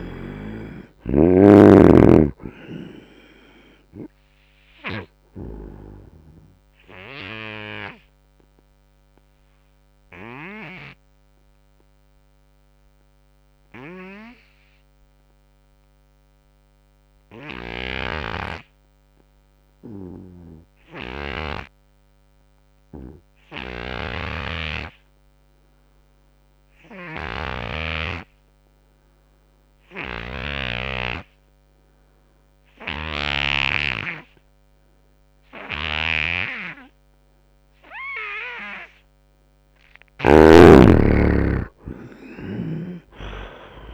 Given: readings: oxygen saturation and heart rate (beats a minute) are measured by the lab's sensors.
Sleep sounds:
breathing in sleep by a microphone on the trachea; 1
0.00-16.00 s: oxygen desaturation (device-marked, oxygen 71% lowest, heart rate 71 extreme)
7.50-39.00 s: obstructive apnea (oxygen 98% before, 71% lowest, heart rate 80 before, 76 extreme, up 11 after)
22.00-43.94 s: oxygen desaturation (device-marked, oxygen 98% before, 71% lowest, heart rate 87 before, 70 extreme)
23.50-33.50 s: snoring (device-marked)
35.50-40.50 s: snoring (device-marked)
41.00-43.94 s: arousal
42.50-43.94 s: snoring (device-marked)
From the record:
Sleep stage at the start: N2 (light sleep); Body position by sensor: on the right side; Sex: male

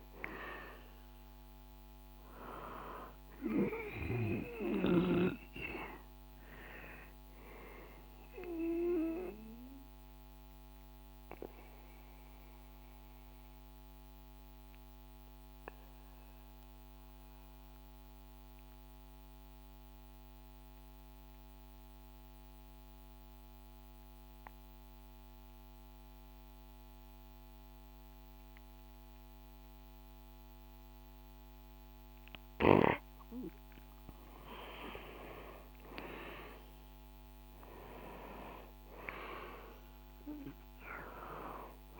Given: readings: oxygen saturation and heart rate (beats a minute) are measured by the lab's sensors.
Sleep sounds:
breathing in sleep by a microphone on the trachea; 1
9.00-32.00 s: mixed apnea (oxygen 98% before, 92% lowest, heart rate 67 before, 63 extreme, up 6 after)
13.50-21.50 s: oxygen desaturation (device-marked, oxygen 96% before, 93% lowest, heart rate 68 before, 63 extreme)
33.50-42.00 s: oxygen desaturation (device-marked, oxygen 98% before, 92% lowest, heart rate 64 before, 65 extreme)
34.00-38.50 s: arousal
From the record:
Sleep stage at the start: N2 (light sleep); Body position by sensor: on the back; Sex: male

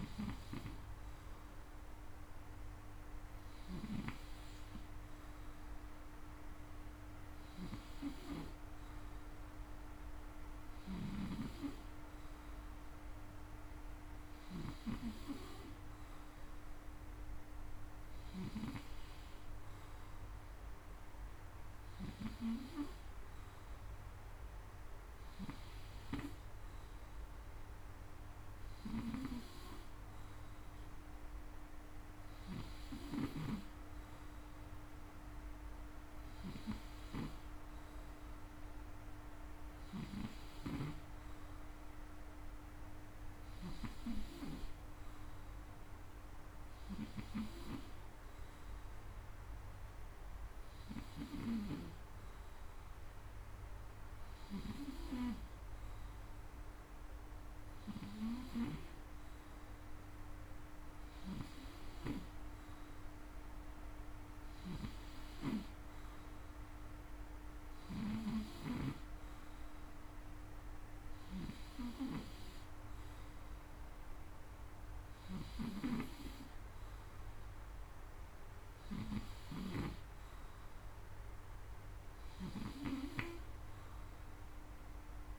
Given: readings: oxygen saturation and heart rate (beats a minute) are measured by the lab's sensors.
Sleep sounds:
breathing in sleep by a room microphone; none
0.00-3.50 s: snoring (device-marked)
10.00-14.50 s: snoring (device-marked)
64.00-68.50 s: snoring (device-marked)
70.50-85.39 s: snoring (device-marked)
From the record:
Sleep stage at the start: N2 (light sleep); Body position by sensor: on the front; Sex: male

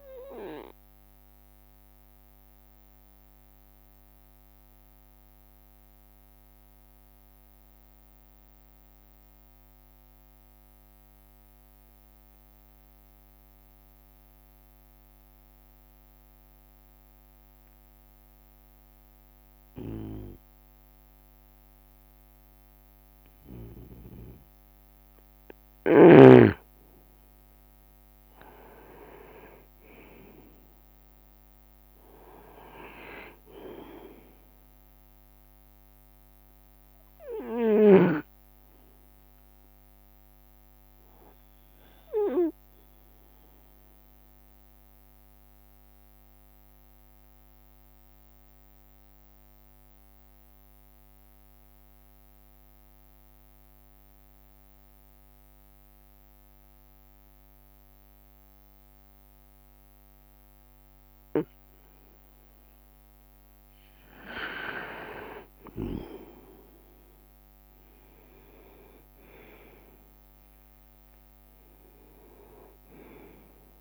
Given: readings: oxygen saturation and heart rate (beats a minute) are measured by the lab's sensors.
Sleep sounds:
breathing in sleep by a microphone on the trachea; 2
0.00-9.50 s: oxygen desaturation (device-marked, oxygen 91% lowest)
0.50-24.50 s: obstructive apnea (oxygen 97% before, 91% lowest)
1.50-73.81 s: bradycardia (device-marked)
4.50-6.50 s: long interval between heartbeats (device-marked)
26.50-28.50 s: long interval between heartbeats (device-marked)
26.50-53.50 s: oxygen desaturation (device-marked, oxygen 98% before, 93% lowest)
27.50-32.00 s: arousal
28.00-31.50 s: leg movement (device-marked)
43.00-62.50 s: obstructive apnea (oxygen 98% before, 92% lowest)
46.50-48.50 s: long interval between heartbeats (device-marked)
65.00-68.00 s: leg movement (device-marked)
66.00-68.00 s: long interval between heartbeats (device-marked)
66.00-70.50 s: arousal
68.50-73.81 s: oxygen desaturation (device-marked, oxygen 97% before, 92% lowest)
From the record:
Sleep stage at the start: N2 (light sleep); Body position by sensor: on the right side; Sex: male

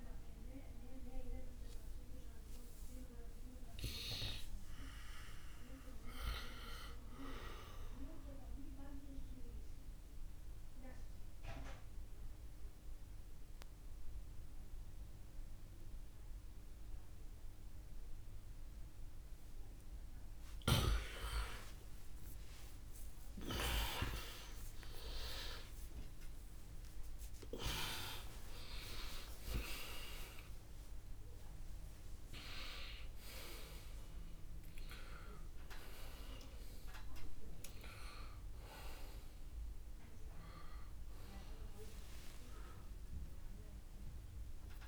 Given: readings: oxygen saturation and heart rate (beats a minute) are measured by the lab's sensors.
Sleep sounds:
a person awake in a sleep study, by a room microphone; 1
0.00-9.50 s: oxygen desaturation (device-marked, oxygen 80% lowest, heart rate 49 extreme)
9.00-21.00 s: obstructive apnea (oxygen 95% before, 92% lowest, heart rate 70 before, 72 extreme, up 28 after)
15.50-44.88 s: new sleep stage, awake
20.50-22.50 s: long interval between heartbeats (device-marked, heart rate 73 before, 80 extreme)
24.50-42.50 s: oxygen desaturation (device-marked, oxygen 99% before, 92% lowest, heart rate 74 before, 70 extreme)
25.50-27.50 s: long interval between heartbeats (device-marked, heart rate 76 before, 99 extreme)
From the record:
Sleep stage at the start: N2 (light sleep); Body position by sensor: on the right side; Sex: male

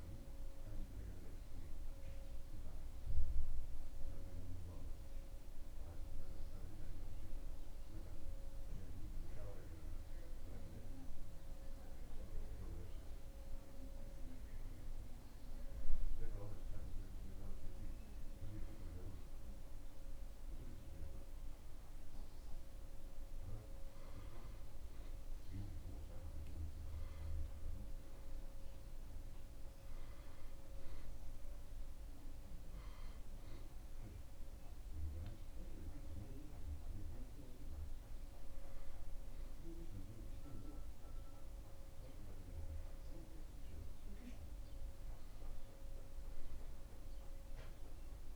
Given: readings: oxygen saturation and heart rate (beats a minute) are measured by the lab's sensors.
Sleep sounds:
breathing in sleep, hard to hear, by a room microphone; none
40.50-45.00 s: arousal
From the record:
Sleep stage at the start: N2 (light sleep); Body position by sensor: on the back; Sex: male

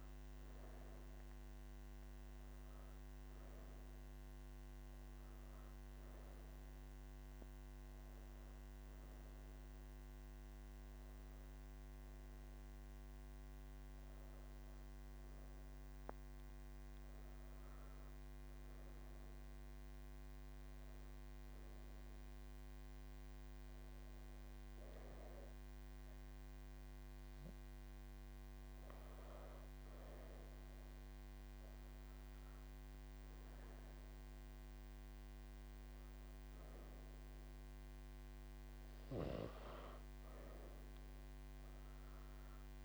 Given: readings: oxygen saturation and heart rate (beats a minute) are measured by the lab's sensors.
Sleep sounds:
breathing in sleep, hard to hear, by a microphone on the trachea; 1
20.00-31.00 s: obstructive apnea (oxygen 97% before, 94% lowest)
From the record:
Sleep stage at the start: N1 (lightest sleep); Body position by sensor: on the right side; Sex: female

